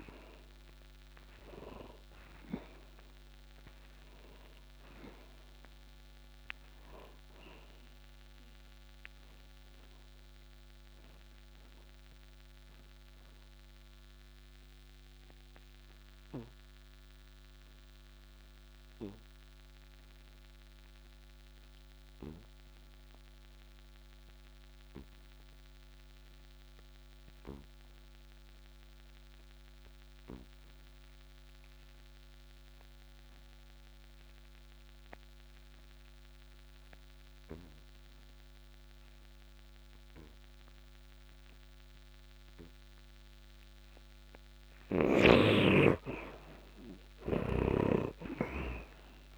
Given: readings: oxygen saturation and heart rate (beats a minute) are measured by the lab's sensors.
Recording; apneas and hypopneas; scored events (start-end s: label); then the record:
breathing in sleep by a microphone on the trachea; 1
0.00-19.00 s: oxygen desaturation (device-marked, oxygen 70% lowest, heart rate 45 extreme)
8.00-43.50 s: obstructive apnea (oxygen 98% before, 67% lowest, heart rate 61 before, 44 extreme, up 7 after)
35.00-49.38 s: oxygen desaturation (device-marked, oxygen 100% before, 67% lowest, heart rate 64 before, 44 extreme)
45.50-49.38 s: arousal
From the record:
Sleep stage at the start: N2 (light sleep); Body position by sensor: on the back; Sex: male